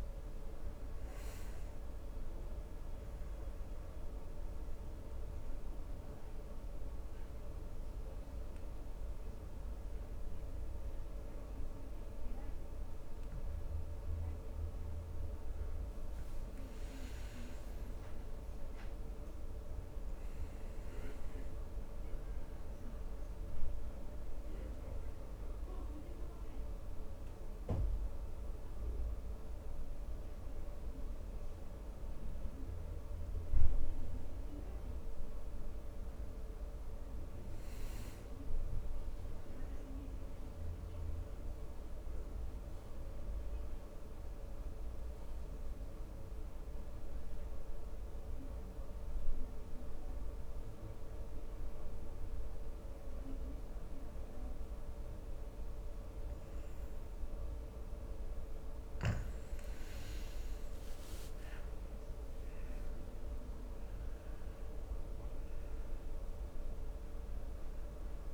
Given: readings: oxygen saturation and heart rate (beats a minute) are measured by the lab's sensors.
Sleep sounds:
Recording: breathing in sleep, hard to hear, by a room microphone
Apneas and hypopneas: 2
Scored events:
3.50-17.00 s: obstructive apnea (oxygen 99% before, 93% lowest, heart rate 72 before, 64 extreme, up 6 after)
16.50-24.50 s: oxygen desaturation (device-marked, oxygen 98% before, 93% lowest, heart rate 69 before, 66 extreme)
20.00-25.00 s: arousal
41.00-60.50 s: mixed apnea (oxygen 98% before, 91% lowest, heart rate 69 before, 65 extreme, up 10 after)
54.50-59.50 s: oxygen desaturation (device-marked, oxygen 97% before, 93% lowest, heart rate 67 before, 66 extreme)
61.50-65.50 s: arousal
From the record:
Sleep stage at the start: N2 (light sleep)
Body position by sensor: on the back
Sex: male

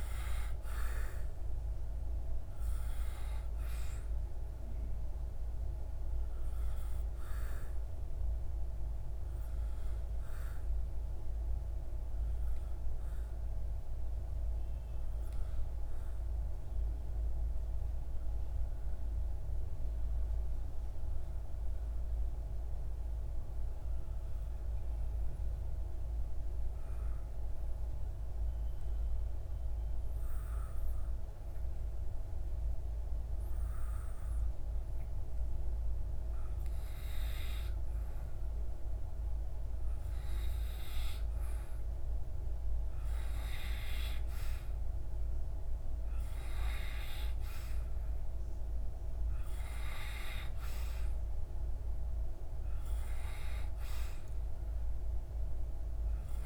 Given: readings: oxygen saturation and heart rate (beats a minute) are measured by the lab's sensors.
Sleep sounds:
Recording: breathing in sleep by a room microphone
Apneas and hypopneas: 1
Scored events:
0.00-12.50 s: oxygen desaturation (device-marked, oxygen 93% lowest)
10.00-34.50 s: obstructive apnea (oxygen 97% before, 91% lowest)
36.00-40.50 s: arousal
38.50-56.46 s: oxygen desaturation (device-marked, oxygen 96% before, 91% lowest)
From the record:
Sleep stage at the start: N2 (light sleep)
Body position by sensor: on the back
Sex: male

